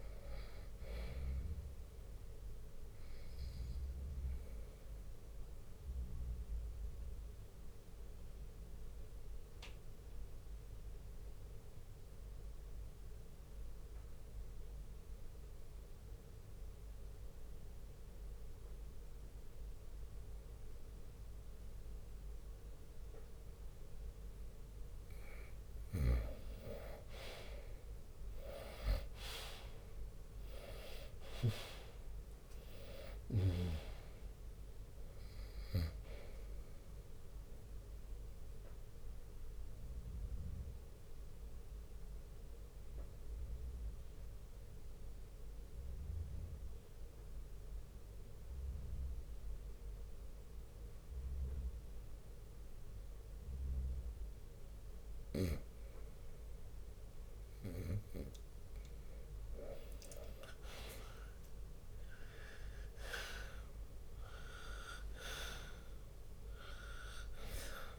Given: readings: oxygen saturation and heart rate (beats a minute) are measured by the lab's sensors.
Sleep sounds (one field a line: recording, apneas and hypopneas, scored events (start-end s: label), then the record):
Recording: breathing in sleep by a room microphone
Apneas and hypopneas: 2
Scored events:
4.50-24.50 s: obstructive apnea (oxygen 95% before, 89% lowest, heart rate 67 before, 59 extreme, up 9 after)
26.00-30.50 s: arousal
26.00-55.00 s: oxygen desaturation (device-marked, oxygen 97% before, 89% lowest, heart rate 61 before, 59 extreme)
28.00-41.00 s: drop in pulse transit time (device-marked, heart rate 61 before, 62 extreme)
38.50-55.00 s: obstructive apnea (oxygen 97% before, 89% lowest, heart rate 64 before, 59 extreme, up 6 after)
48.00-53.00 s: bradycardia (device-marked, heart rate 63 before, 59 extreme)
58.00-67.99 s: drop in pulse transit time (device-marked, heart rate 63 before, 61 extreme)
58.50-64.00 s: arousal
From the record:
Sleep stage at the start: N2 (light sleep)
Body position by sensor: on the right side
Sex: male